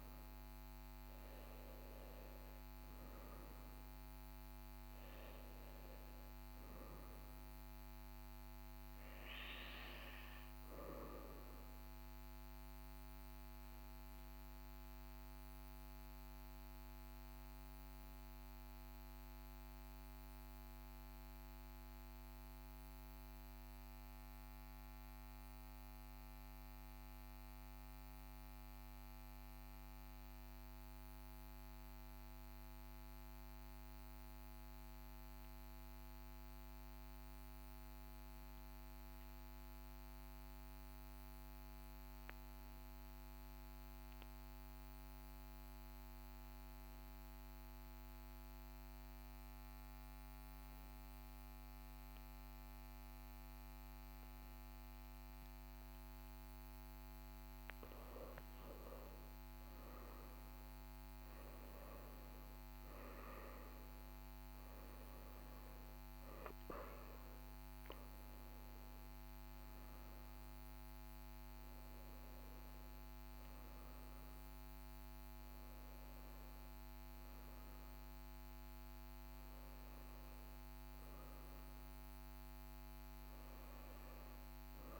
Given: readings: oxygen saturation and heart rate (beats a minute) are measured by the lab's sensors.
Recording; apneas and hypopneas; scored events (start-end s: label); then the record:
breathing in sleep, hard to hear, by a microphone on the trachea; 1
0.00-21.00 s: oxygen desaturation (device-marked, oxygen 90% lowest, heart rate 39 extreme)
13.50-56.50 s: obstructive apnea (oxygen 96% before, 90% lowest, heart rate 46 before, 39 extreme, up 3 after)
46.00-85.00 s: oxygen desaturation (device-marked, oxygen 99% before, 90% lowest, heart rate 42 before, 41 extreme)
58.50-62.50 s: arousal
From the record:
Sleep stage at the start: N2 (light sleep); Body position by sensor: on the right side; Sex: male